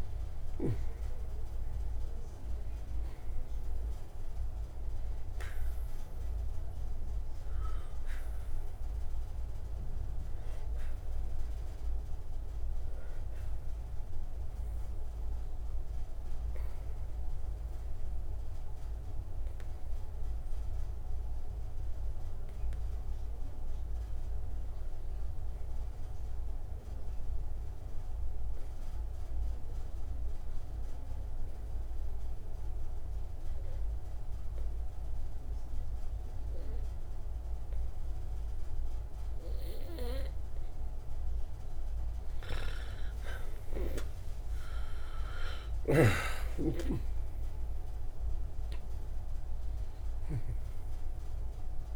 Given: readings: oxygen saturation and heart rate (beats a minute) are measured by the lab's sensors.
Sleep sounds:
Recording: breathing in sleep by a room microphone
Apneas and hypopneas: 1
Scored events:
0.00-1.00 s: arousal
0.00-30.50 s: oxygen desaturation (device-marked, oxygen 91% lowest)
13.00-41.50 s: obstructive apnea (oxygen 98% before, 85% lowest)
38.50-51.96 s: oxygen desaturation (device-marked, oxygen 97% before, 85% lowest)
45.00-50.00 s: arousal
From the record:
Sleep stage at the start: N2 (light sleep)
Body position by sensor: on the right side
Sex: male

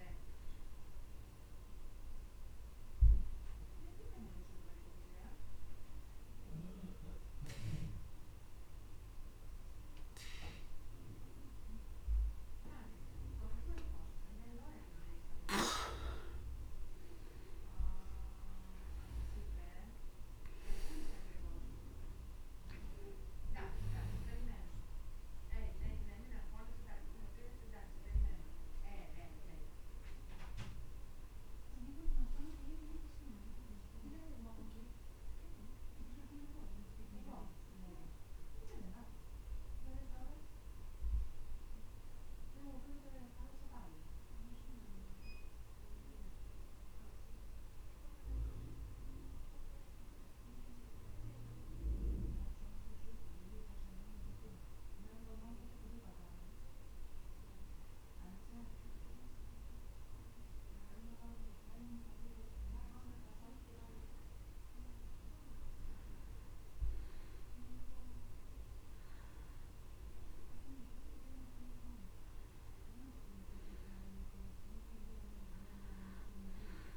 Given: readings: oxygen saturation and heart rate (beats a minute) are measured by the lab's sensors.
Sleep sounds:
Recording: breathing in sleep by a room microphone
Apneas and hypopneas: 1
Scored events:
0.50-14.50 s: obstructive apnea (oxygen 98% before, 92% lowest)
17.00-20.50 s: arousal
20.50-46.50 s: oxygen desaturation (device-marked, oxygen 97% before, 92% lowest)
73.00-76.97 s: arousal
From the record:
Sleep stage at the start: N2 (light sleep)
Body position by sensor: on the back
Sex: male

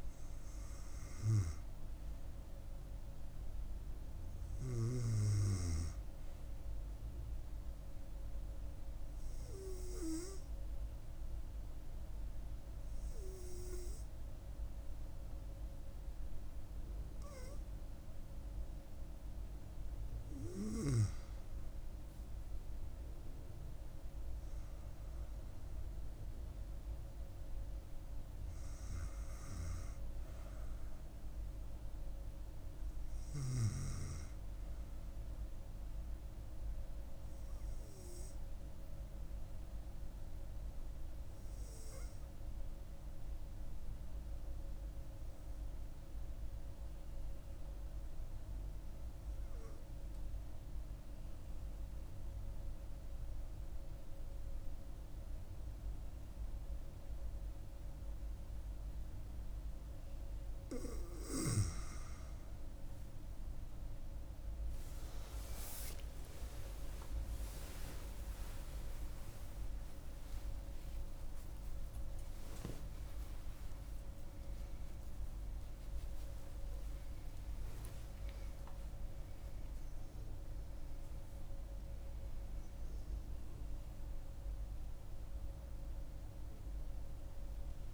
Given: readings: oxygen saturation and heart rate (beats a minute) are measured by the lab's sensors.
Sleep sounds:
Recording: a person partly awake in a sleep study, by a room microphone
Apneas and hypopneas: 2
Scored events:
0.00-13.50 s: oxygen desaturation (device-marked, oxygen 95% lowest, heart rate 64 extreme)
8.50-19.50 s: hypopnea (oxygen 100% before, 93% lowest, heart rate 68 before, 64 extreme, up 6 after)
22.50-25.50 s: arousal
44.50-59.50 s: obstructive apnea (oxygen 96% before, 93% lowest, heart rate 67 before, 66 extreme, up 8 after)
58.50-81.50 s: oxygen desaturation (device-marked, oxygen 97% before, 93% lowest, heart rate 66 before, 70 extreme)
60.50-87.94 s: new sleep stage, awake
From the record:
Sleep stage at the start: N2 (light sleep)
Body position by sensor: on the right side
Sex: female

